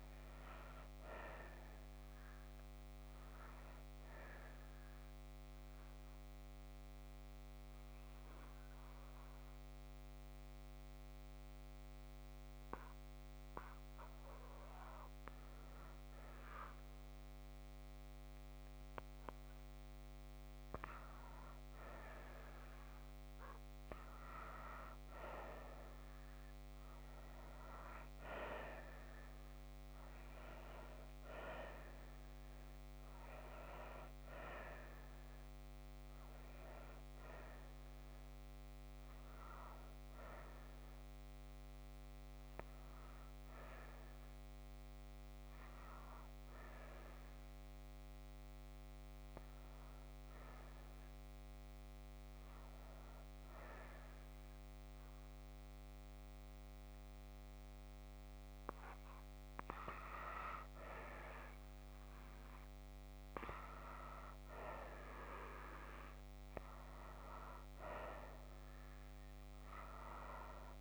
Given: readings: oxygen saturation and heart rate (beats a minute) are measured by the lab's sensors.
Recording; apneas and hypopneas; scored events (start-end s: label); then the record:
breathing in sleep by a microphone on the trachea; 1
6.00-20.50 s: mixed apnea (oxygen 94% before, 91% lowest)
22.00-26.50 s: arousal
26.00-33.00 s: oxygen desaturation (device-marked, oxygen 94% before, 91% lowest)
45.00-67.00 s: oxygen desaturation (device-marked, oxygen 96% before, 91% lowest)
From the record:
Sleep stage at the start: N2 (light sleep); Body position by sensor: on the right side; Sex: female